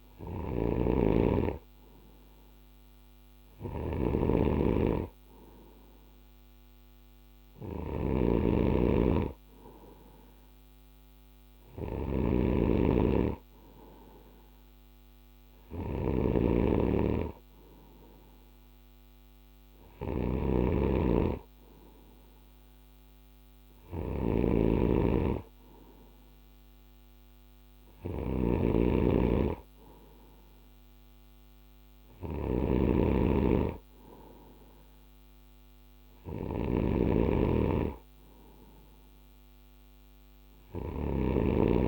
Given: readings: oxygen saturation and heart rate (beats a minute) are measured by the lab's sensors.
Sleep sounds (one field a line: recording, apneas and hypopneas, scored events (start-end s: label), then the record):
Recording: a person partly awake in a sleep study, by a microphone on the trachea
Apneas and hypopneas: none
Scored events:
0.00-41.88 s: snoring (device-marked)
26.50-41.88 s: new sleep stage, awake
From the record:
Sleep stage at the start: N2 (light sleep)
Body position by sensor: on the right side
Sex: male